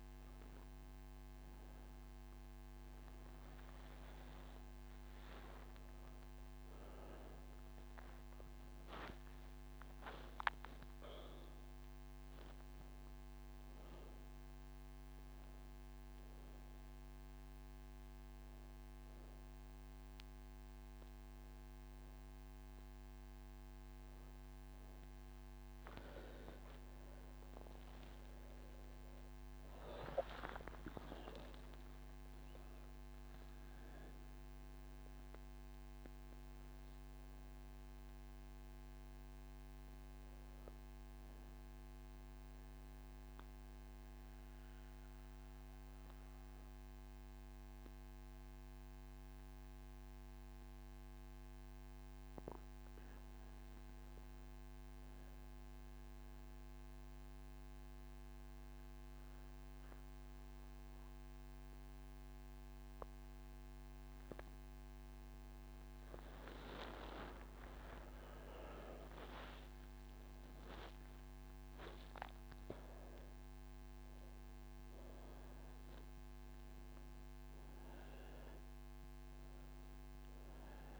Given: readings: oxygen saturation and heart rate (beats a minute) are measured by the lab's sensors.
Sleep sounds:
breathing in sleep by a microphone on the trachea; none
74.00-81.00 s: oxygen desaturation (device-marked, oxygen 97% before, 91% lowest)
78.00-81.00 s: new sleep stage, N2 (light sleep)
From the record:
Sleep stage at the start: N1 (lightest sleep); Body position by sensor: on the back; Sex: female

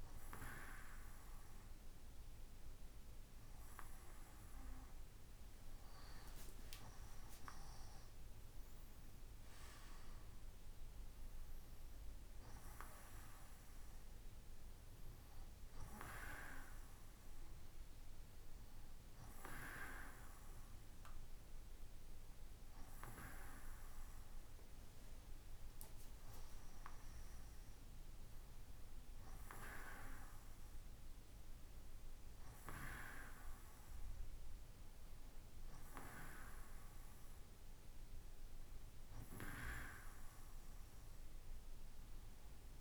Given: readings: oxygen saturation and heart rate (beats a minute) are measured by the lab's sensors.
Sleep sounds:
breathing in sleep by a room microphone; none
none scored
From the record:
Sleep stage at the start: N2 (light sleep); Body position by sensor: on the right side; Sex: male

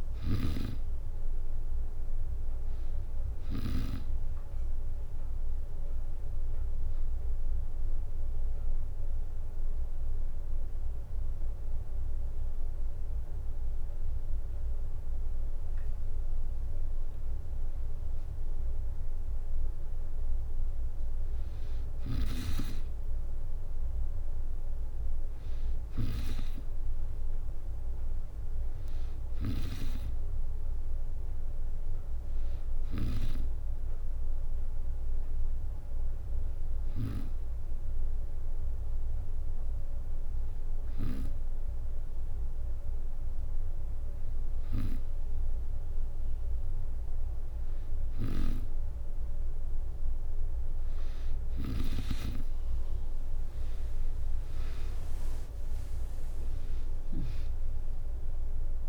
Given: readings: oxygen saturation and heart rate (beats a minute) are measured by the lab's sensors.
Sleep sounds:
breathing in sleep by a room microphone; 1
0.00-3.50 s: snoring (device-marked)
0.00-9.00 s: drop in pulse transit time (device-marked, heart rate 65 extreme)
8.00-18.00 s: hypopnea (oxygen 97% before, 94% lowest, heart rate 68 before, 63 extreme, up 3 after)
20.00-22.50 s: arousal
25.00-38.00 s: oxygen desaturation (device-marked, oxygen 97% before, 94% lowest, heart rate 65 before, 64 extreme)
47.50-51.50 s: snoring (device-marked)
54.00-58.89 s: drop in pulse transit time (device-marked, heart rate 65 before, 65 extreme)
56.00-58.89 s: arousal
From the record:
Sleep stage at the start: N2 (light sleep); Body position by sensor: on the back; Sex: female

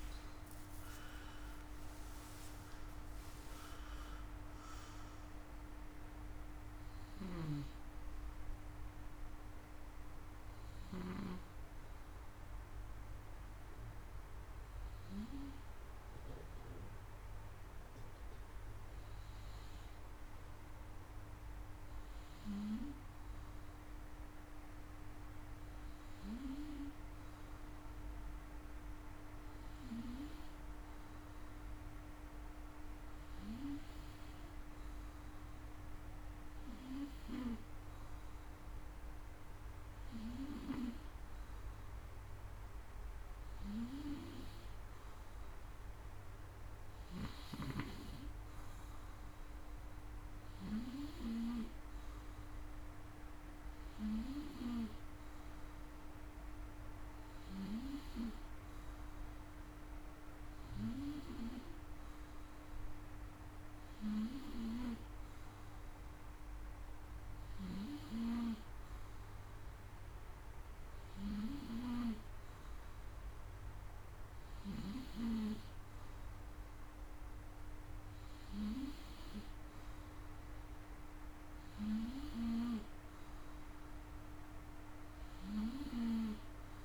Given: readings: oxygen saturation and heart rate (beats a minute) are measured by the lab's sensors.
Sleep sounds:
breathing in sleep by a room microphone; 1
6.50-10.50 s: snoring (device-marked)
9.00-20.00 s: hypopnea (oxygen 96% before, 92% lowest, heart rate 163 before, 54 extreme, up 15 after)
22.00-25.50 s: arousal
30.00-60.00 s: oxygen desaturation (device-marked, oxygen 97% before, 92% lowest, heart rate 103 before, 68 extreme)
From the record:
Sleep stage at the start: N2 (light sleep); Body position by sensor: on the front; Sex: male

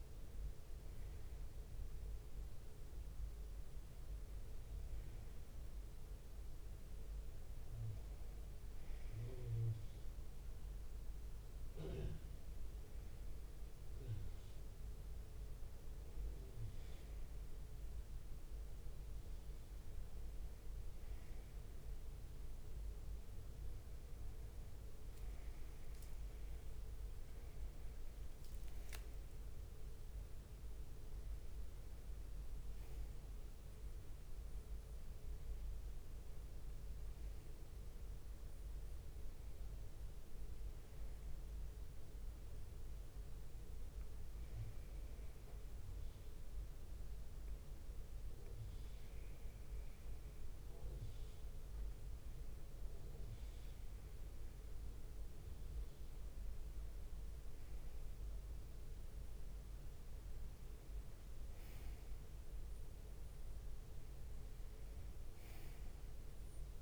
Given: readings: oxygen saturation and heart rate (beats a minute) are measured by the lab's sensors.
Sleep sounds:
breathing in sleep, hard to hear, by a room microphone; 1
0.00-3.00 s: bradycardia (device-marked)
11.00-51.00 s: bradycardia (device-marked)
14.00-16.00 s: long interval between heartbeats (device-marked)
26.00-29.50 s: arousal
26.50-27.50 s: leg movement (device-marked)
28.50-30.50 s: leg movement (device-marked)
44.50-56.50 s: obstructive apnea (oxygen 94% before, 93% lowest)
59.00-63.50 s: arousal
From the record:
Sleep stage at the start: N1 (lightest sleep); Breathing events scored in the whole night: 189 in 4.2 hours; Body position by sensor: on the right side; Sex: male

